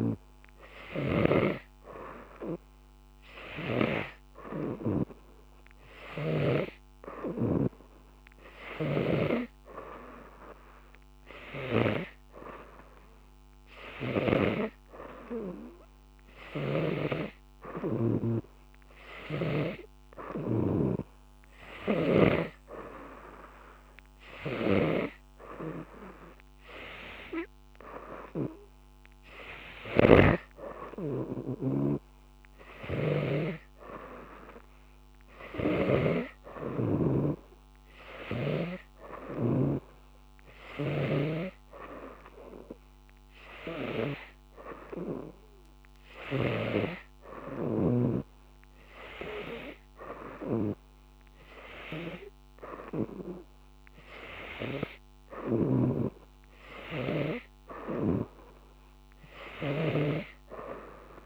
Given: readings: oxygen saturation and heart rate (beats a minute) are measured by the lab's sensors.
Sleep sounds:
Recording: breathing in sleep by a microphone on the trachea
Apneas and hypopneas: none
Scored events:
0.00-4.00 s: snoring (device-marked)
6.00-9.50 s: snoring (device-marked)
16.50-33.50 s: snoring (device-marked)
38.00-46.50 s: snoring (device-marked)
55.50-60.00 s: snoring (device-marked)
From the record:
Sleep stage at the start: N2 (light sleep)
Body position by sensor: on the right side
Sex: female

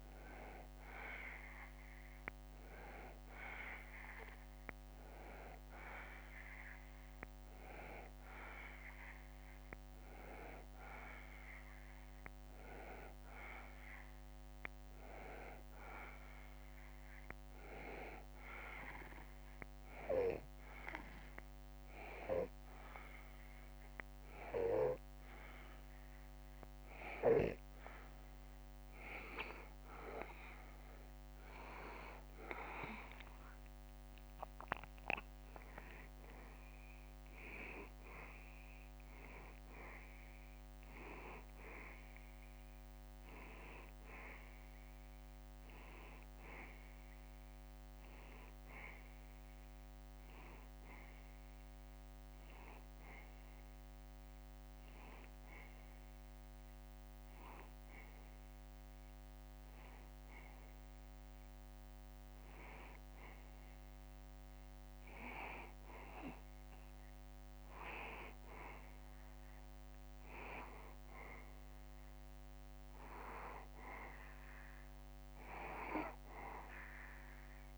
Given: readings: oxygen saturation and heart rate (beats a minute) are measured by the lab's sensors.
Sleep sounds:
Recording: breathing in sleep by a microphone on the trachea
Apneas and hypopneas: 1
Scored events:
16.50-27.50 s: obstructive apnea (oxygen 93% before, 90% lowest, heart rate 74 before, 73 extreme, up 2 after)
33.00-37.00 s: arousal
From the record:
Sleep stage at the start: N2 (light sleep)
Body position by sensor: on the back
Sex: male

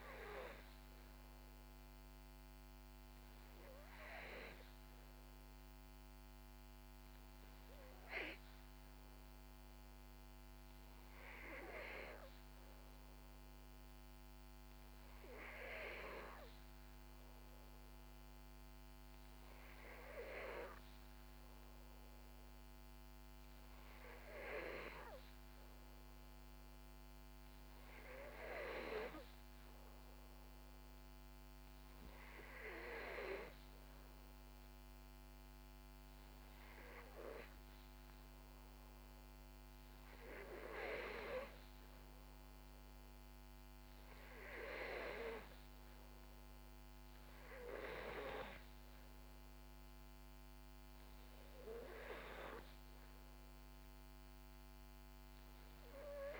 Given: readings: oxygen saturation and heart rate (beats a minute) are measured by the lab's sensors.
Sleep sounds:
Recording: breathing in sleep by a microphone on the trachea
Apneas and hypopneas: none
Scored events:
0.00-8.50 s: oxygen desaturation (device-marked, oxygen 91% lowest, heart rate 62 extreme)
From the record:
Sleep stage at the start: N2 (light sleep)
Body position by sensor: on the back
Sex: female

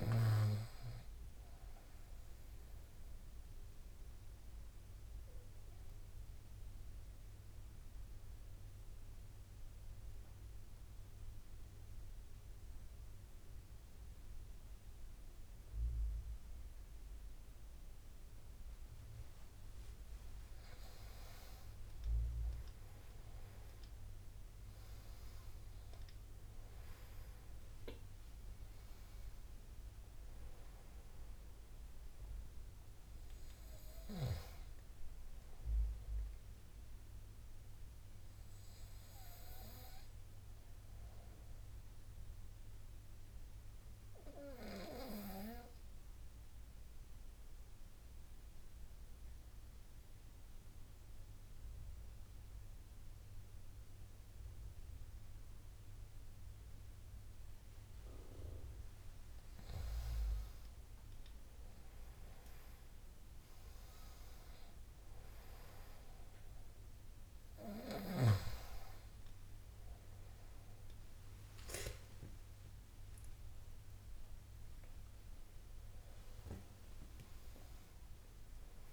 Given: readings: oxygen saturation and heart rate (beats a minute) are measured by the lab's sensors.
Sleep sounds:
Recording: breathing in sleep by a room microphone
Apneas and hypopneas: 2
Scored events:
0.00-14.50 s: oxygen desaturation (device-marked, oxygen 90% lowest, heart rate 69 extreme)
4.00-20.00 s: obstructive apnea (oxygen 98% before, 90% lowest, heart rate 74 before, 69 extreme, up 11 after)
23.00-27.00 s: arousal
32.50-50.50 s: oxygen desaturation (device-marked, oxygen 98% before, 93% lowest, heart rate 75 before, 70 extreme)
43.50-59.00 s: obstructive apnea (oxygen 99% before, 91% lowest, heart rate 78 before, 70 extreme, up 11 after)
60.50-63.50 s: arousal
66.50-78.93 s: oxygen desaturation (device-marked, oxygen 99% before, 91% lowest, heart rate 74 before, 71 extreme)
75.00-78.93 s: arousal
From the record:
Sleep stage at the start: N2 (light sleep)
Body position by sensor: on the front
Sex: male

